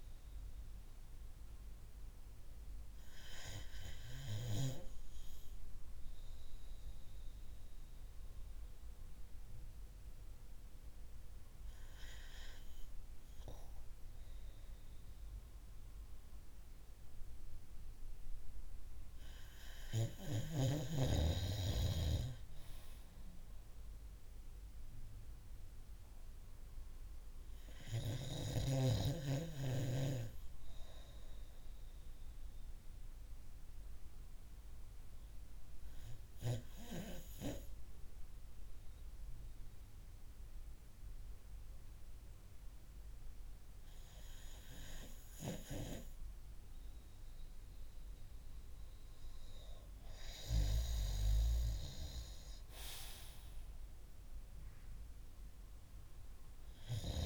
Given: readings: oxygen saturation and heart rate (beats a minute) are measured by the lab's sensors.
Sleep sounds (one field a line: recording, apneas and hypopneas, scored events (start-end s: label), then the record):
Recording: breathing in sleep by a room microphone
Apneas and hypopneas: 2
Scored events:
1.00-18.00 s: obstructive apnea (oxygen 97% before, 93% lowest)
20.00-25.00 s: arousal
33.00-47.50 s: obstructive apnea (oxygen 96% before, 92% lowest)
49.50-53.50 s: arousal
From the record:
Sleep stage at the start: N2 (light sleep)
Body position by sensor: on the back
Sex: male